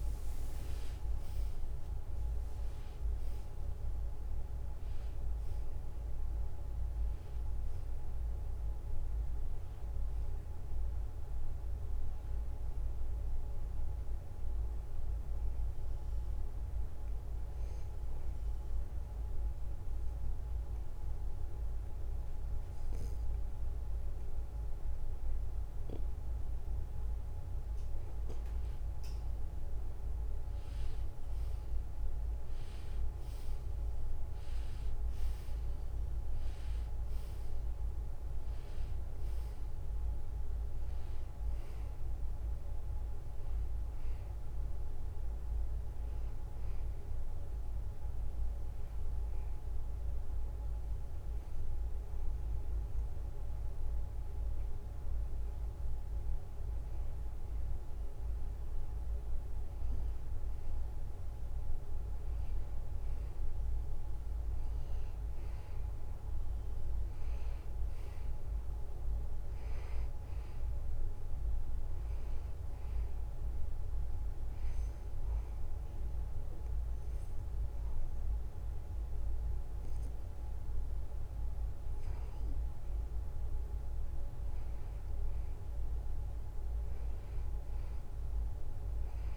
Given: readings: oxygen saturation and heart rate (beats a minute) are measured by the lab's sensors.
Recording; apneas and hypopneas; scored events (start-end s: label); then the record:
breathing in sleep, hard to hear, by a room microphone; 3
0.00-13.00 s: oxygen desaturation (device-marked, oxygen 91% lowest, heart rate 72 extreme)
12.50-15.00 s: arousal
17.50-28.50 s: obstructive apnea (oxygen 95% before, 89% lowest, heart rate 77 before, 72 extreme, up 3 after)
32.50-36.50 s: arousal
33.00-54.00 s: oxygen desaturation (device-marked, oxygen 95% before, 89% lowest, heart rate 74 before, 71 extreme)
47.50-57.50 s: obstructive apnea (oxygen 95% before, 90% lowest, heart rate 75 before, 71 extreme, up 0 after)
62.00-66.50 s: arousal
74.00-84.50 s: obstructive apnea (oxygen 95% before, 90% lowest, heart rate 72 before, 71 extreme, up 2 after)
86.50-89.37 s: arousal
From the record:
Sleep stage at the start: N2 (light sleep); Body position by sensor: on the back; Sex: male